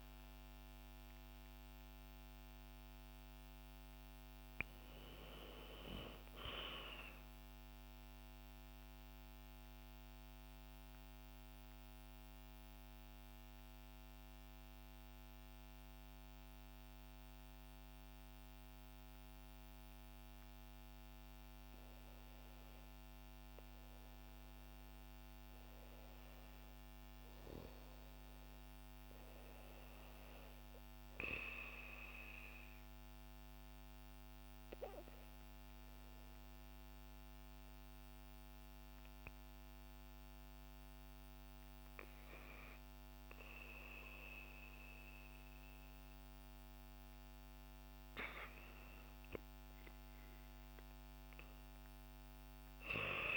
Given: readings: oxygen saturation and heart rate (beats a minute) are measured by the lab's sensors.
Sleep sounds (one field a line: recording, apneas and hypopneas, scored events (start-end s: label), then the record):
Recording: breathing in sleep by a microphone on the trachea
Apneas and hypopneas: 2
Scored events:
8.50-21.00 s: obstructive apnea (oxygen 94% before, 88% lowest, heart rate 66 before, 61 extreme, up 2 after)
22.50-27.00 s: arousal
30.50-53.37 s: oxygen desaturation (device-marked, oxygen 96% before, 88% lowest, heart rate 62 before, 66 extreme)
31.00-42.00 s: obstructive apnea (oxygen 96% before, 84% lowest, heart rate 62 before, 66 extreme, up 6 after)
44.00-48.00 s: arousal
From the record:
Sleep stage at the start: REM sleep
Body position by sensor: on the back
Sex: female